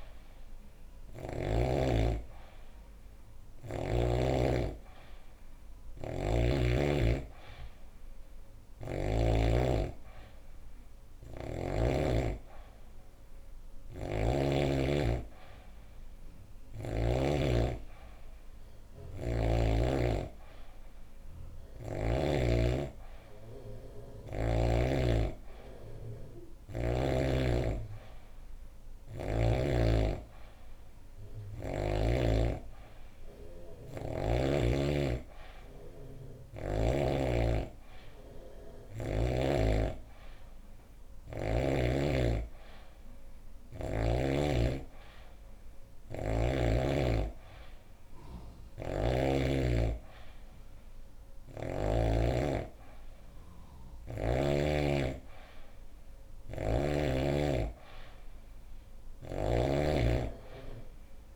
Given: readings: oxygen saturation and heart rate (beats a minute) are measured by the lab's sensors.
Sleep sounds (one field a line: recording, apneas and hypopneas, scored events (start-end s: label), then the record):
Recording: breathing in sleep by a room microphone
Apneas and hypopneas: none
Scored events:
5.50-9.00 s: snoring (device-marked)
13.50-17.00 s: snoring (device-marked)
From the record:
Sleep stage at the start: N3 (deep sleep)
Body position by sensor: on the back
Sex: female